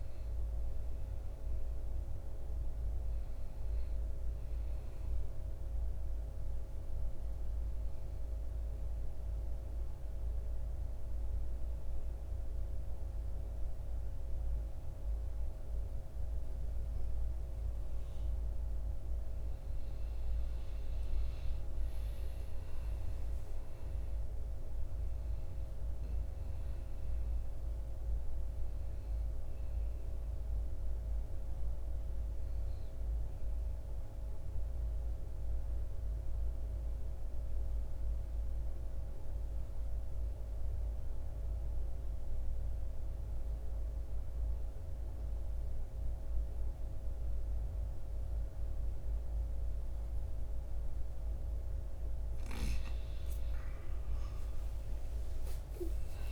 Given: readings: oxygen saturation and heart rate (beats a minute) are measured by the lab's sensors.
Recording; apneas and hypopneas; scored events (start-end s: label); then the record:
breathing in sleep, hard to hear, by a room microphone; 2
0.00-13.00 s: oxygen desaturation (device-marked, oxygen 89% lowest, heart rate 51 extreme)
5.50-18.00 s: obstructive apnea (oxygen 97% before, 85% lowest, heart rate 61 before, 51 extreme, up 9 after)
20.50-24.50 s: arousal
29.00-44.00 s: oxygen desaturation (device-marked, oxygen 96% before, 91% lowest, heart rate 54 before, 51 extreme)
30.50-51.00 s: obstructive apnea (oxygen 96% before, 85% lowest, heart rate 54 before, 51 extreme, up 12 after)
54.50-56.32 s: arousal
From the record:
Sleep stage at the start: N2 (light sleep); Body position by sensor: on the back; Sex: male